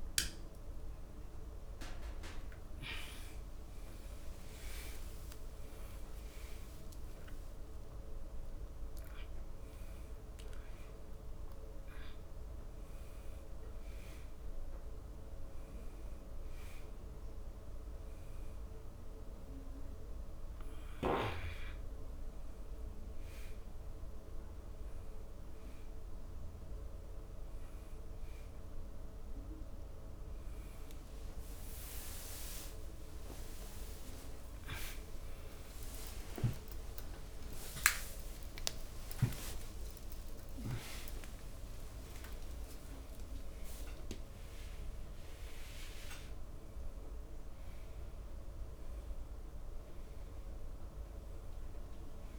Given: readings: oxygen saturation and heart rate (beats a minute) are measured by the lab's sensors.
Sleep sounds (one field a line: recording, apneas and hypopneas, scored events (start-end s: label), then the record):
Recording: a person awake in a sleep study, by a room microphone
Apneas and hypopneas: none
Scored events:
33.00-35.00 s: long interval between heartbeats (device-marked, heart rate 88 before, 92 extreme)
38.00-40.00 s: long interval between heartbeats (device-marked, heart rate 88 before, 106 extreme)
41.50-43.50 s: long interval between heartbeats (device-marked, heart rate 93 before, 120 extreme)
From the record:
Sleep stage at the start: awake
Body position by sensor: on the back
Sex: male